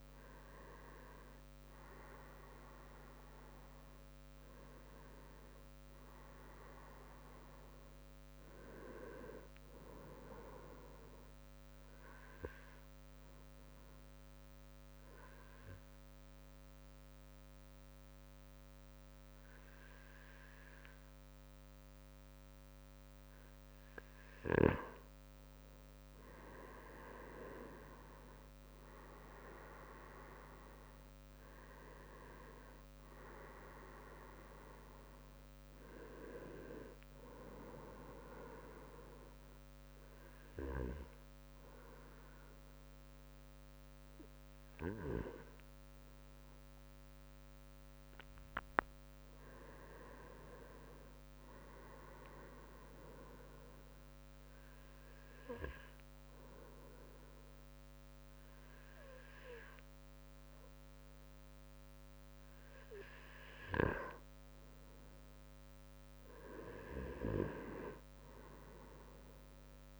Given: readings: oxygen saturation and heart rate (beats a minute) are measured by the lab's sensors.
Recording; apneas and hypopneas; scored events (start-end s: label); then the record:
breathing in sleep by a microphone on the trachea; 3
0.00-9.00 s: drop in pulse transit time (device-marked, heart rate 62 extreme)
11.00-23.50 s: obstructive apnea (oxygen 97% before, 94% lowest, heart rate 66 before, 56 extreme, up 11 after)
26.00-29.50 s: arousal
26.00-38.00 s: drop in pulse transit time (device-marked, heart rate 60 before, 62 extreme)
37.50-47.50 s: obstructive apnea (oxygen 97% before, 94% lowest, heart rate 63 before, 56 extreme, up 11 after)
49.00-51.50 s: arousal
54.50-64.50 s: obstructive apnea (oxygen 97% before, 94% lowest, heart rate 62 before, 56 extreme, up 8 after)
67.00-70.00 s: arousal
From the record:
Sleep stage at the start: N2 (light sleep); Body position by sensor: on the right side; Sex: male